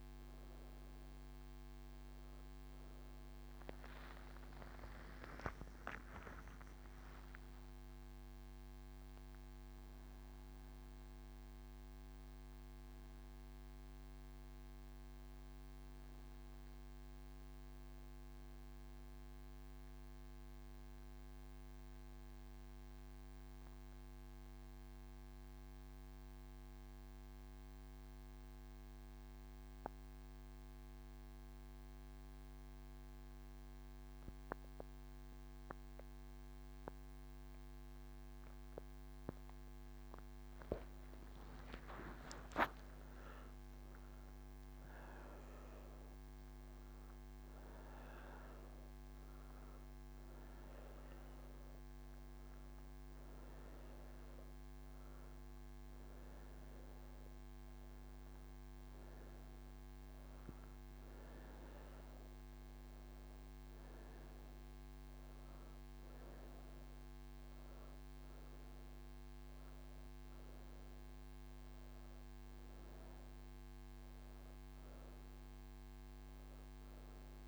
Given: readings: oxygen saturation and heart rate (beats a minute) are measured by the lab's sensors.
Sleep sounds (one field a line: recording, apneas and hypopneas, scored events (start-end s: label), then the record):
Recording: breathing in sleep, hard to hear, by a microphone on the trachea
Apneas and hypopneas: none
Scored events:
0.00-26.50 s: oxygen desaturation (device-marked, oxygen 91% lowest)
70.50-77.48 s: oxygen desaturation (device-marked, oxygen 95% before, 89% lowest)
From the record:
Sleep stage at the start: N3 (deep sleep)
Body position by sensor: on the right side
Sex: female